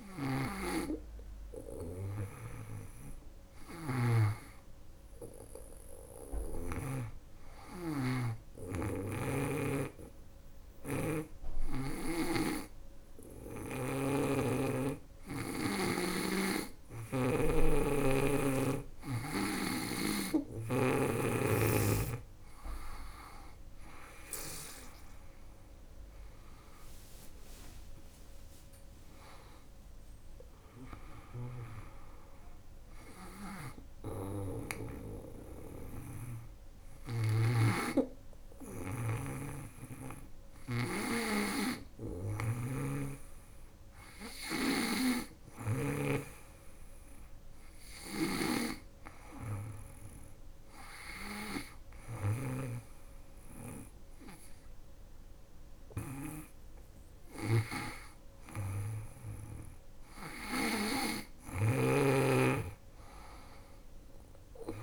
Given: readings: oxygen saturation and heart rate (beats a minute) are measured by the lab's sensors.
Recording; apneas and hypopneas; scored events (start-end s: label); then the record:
breathing in sleep by a room microphone; 1
0.00-6.00 s: snoring (device-marked)
7.50-18.50 s: hypopnea (oxygen 97% before, 95% lowest, heart rate 81 before, 76 extreme, up 7 after)
13.00-16.50 s: snoring (device-marked)
22.50-26.00 s: arousal
36.00-40.00 s: snoring (device-marked)
47.00-64.50 s: snoring (device-marked)
From the record:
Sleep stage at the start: N2 (light sleep); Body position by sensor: on the back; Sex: female